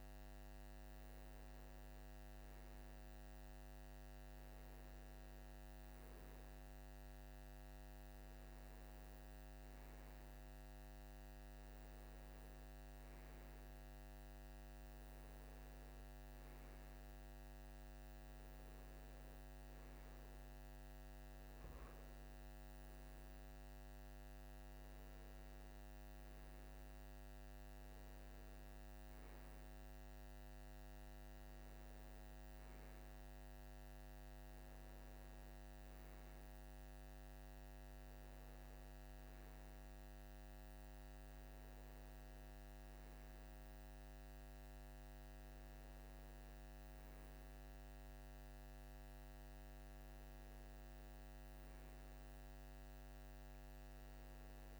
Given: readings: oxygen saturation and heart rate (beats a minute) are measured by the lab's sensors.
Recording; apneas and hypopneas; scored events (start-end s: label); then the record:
breathing in sleep, hard to hear, by a microphone on the trachea; none
none scored
From the record:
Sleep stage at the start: N2 (light sleep); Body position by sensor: on the right side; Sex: male